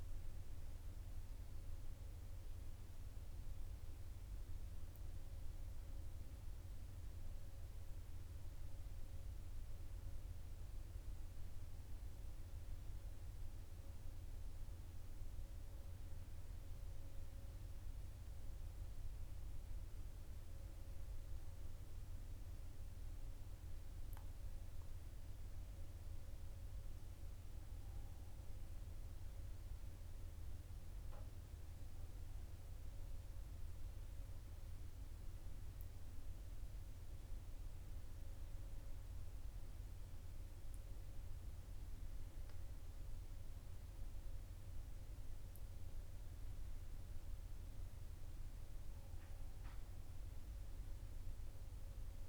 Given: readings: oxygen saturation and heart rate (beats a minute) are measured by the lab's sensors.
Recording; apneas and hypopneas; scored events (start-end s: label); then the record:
breathing in sleep, hard to hear, by a room microphone; none
none scored
From the record:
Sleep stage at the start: N1 (lightest sleep); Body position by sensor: on the back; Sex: male